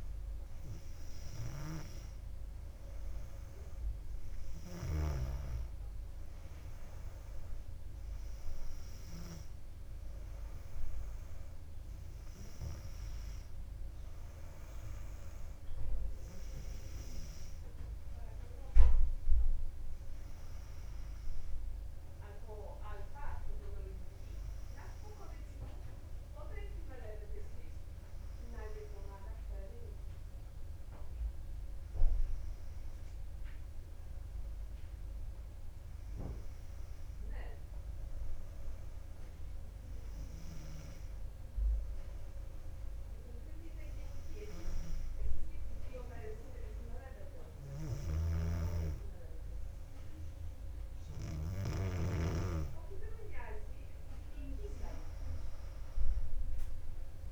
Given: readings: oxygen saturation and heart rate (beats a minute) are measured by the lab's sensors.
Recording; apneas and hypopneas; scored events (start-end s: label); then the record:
breathing in sleep by a room microphone; 1
32.00-36.50 s: arousal
40.50-53.00 s: hypopnea (oxygen 96% before, 94% lowest, heart rate 59 before, 58 extreme, up 4 after)
48.00-52.00 s: snoring (device-marked)
From the record:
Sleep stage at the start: N2 (light sleep); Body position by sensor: on the back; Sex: female